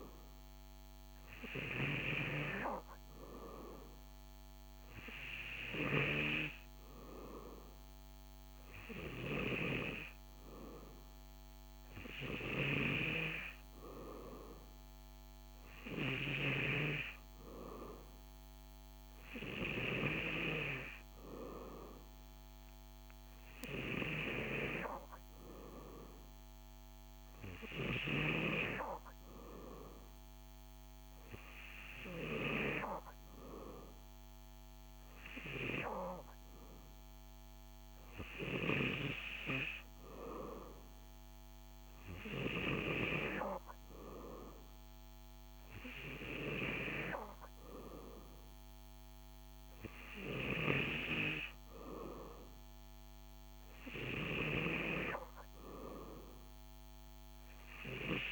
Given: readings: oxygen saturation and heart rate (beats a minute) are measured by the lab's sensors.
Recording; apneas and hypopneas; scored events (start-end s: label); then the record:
breathing in sleep by a microphone on the trachea; none
none scored
From the record:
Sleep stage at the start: N2 (light sleep); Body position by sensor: on the back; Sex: male